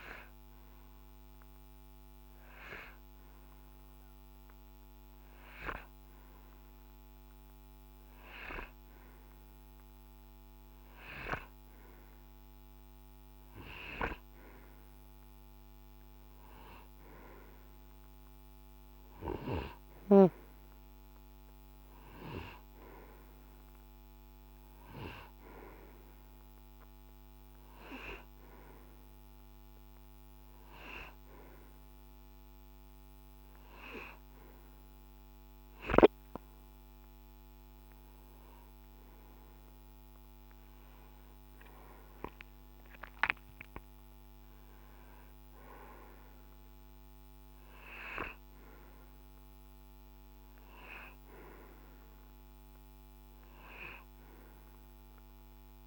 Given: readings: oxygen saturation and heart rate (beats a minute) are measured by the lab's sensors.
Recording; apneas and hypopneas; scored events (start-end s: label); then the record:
breathing in sleep by a microphone on the trachea; none
0.00-6.50 s: oxygen desaturation (device-marked, oxygen 93% lowest, heart rate 58 extreme)
From the record:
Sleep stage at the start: N2 (light sleep); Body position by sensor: on the right side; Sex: male